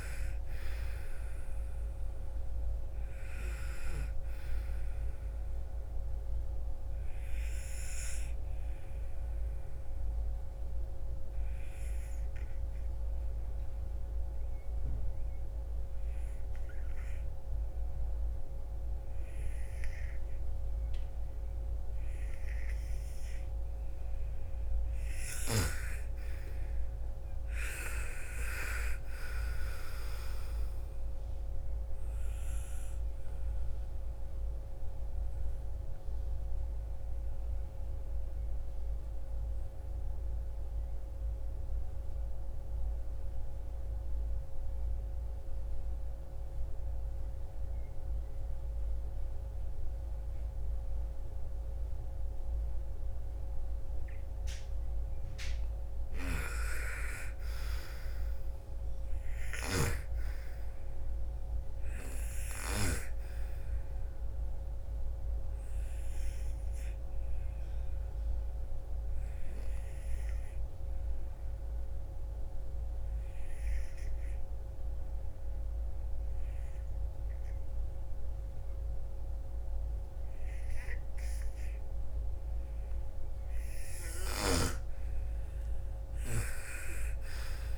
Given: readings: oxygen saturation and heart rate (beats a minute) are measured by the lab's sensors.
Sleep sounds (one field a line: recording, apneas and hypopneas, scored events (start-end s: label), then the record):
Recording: breathing in sleep by a room microphone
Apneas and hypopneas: 3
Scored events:
0.00-1.50 s: arousal
5.50-22.50 s: obstructive apnea (oxygen 98% before, 88% lowest, heart rate 61 before, 56 extreme, up 12 after)
24.50-28.50 s: arousal
25.50-49.50 s: oxygen desaturation (device-marked, oxygen 98% before, 89% lowest, heart rate 60 before, 55 extreme)
33.00-53.50 s: obstructive apnea (oxygen 98% before, 88% lowest, heart rate 60 before, 55 extreme, up 11 after)
55.00-62.00 s: snoring (device-marked)
55.50-58.50 s: arousal
56.50-75.50 s: oxygen desaturation (device-marked, oxygen 98% before, 88% lowest, heart rate 57 before, 55 extreme)
64.00-82.00 s: obstructive apnea (oxygen 98% before, 88% lowest, heart rate 58 before, 55 extreme, up 12 after)
83.50-87.50 s: arousal
From the record:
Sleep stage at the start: N2 (light sleep)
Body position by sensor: on the right side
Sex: female